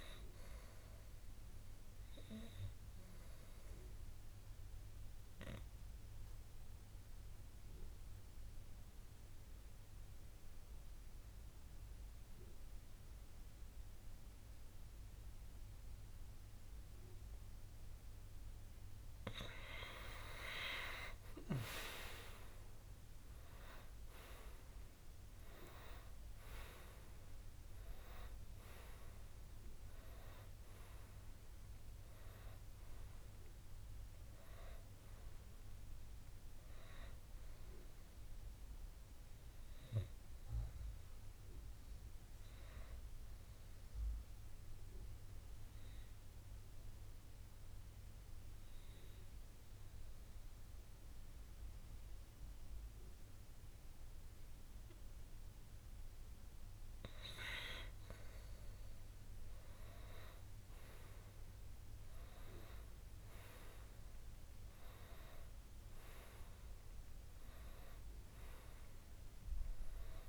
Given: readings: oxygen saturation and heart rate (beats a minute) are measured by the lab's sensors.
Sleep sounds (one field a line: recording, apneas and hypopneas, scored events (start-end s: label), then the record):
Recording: breathing in sleep by a room microphone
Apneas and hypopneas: 2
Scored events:
2.00-17.50 s: obstructive apnea (oxygen 94% before, 91% lowest, heart rate 63 before, 59 extreme, up 9 after)
19.50-23.50 s: arousal
39.00-56.50 s: obstructive apnea (oxygen 94% before, 91% lowest, heart rate 66 before, 56 extreme, up 4 after)
48.00-60.00 s: oxygen desaturation (device-marked, oxygen 94% before, 91% lowest, heart rate 63 before, 56 extreme)
60.00-64.50 s: arousal
From the record:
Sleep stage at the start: N2 (light sleep)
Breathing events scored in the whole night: 265 in 4.4 hours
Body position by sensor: on the right side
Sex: male